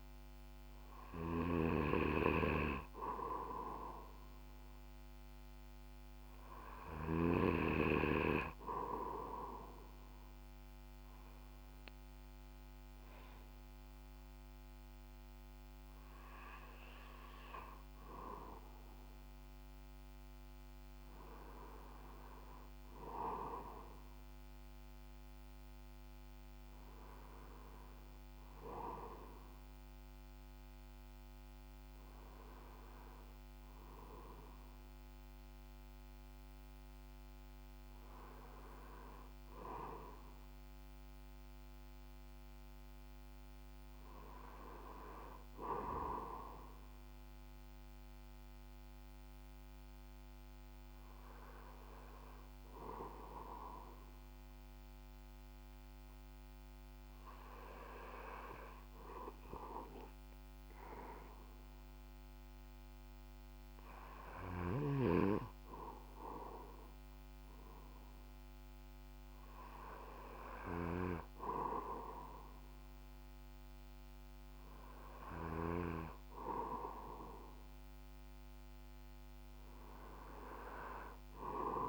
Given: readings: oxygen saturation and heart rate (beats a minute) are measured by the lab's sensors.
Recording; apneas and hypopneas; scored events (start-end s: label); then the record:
breathing in sleep by a microphone on the trachea; none
0.50-6.50 s: snoring (device-marked)
From the record:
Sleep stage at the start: N2 (light sleep); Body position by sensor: on the back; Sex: male